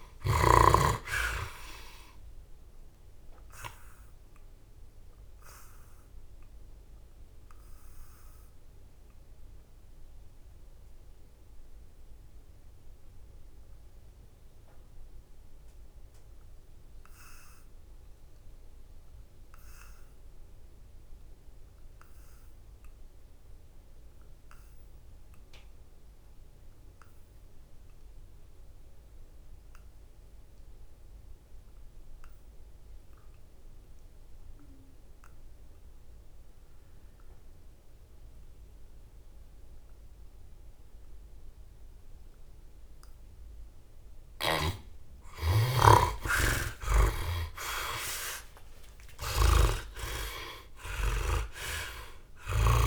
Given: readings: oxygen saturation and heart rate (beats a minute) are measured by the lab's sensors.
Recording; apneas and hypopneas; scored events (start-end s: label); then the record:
breathing in sleep by a room microphone; 1
0.00-17.00 s: oxygen desaturation (device-marked, oxygen 61% lowest, heart rate 65 extreme)
3.00-42.00 s: obstructive apnea (oxygen 87% before, 61% lowest, heart rate 75 before, 65 extreme, up 20 after)
46.50-51.00 s: arousal
49.00-52.50 s: snoring (device-marked)
From the record:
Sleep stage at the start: N2 (light sleep); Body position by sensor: on the back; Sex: male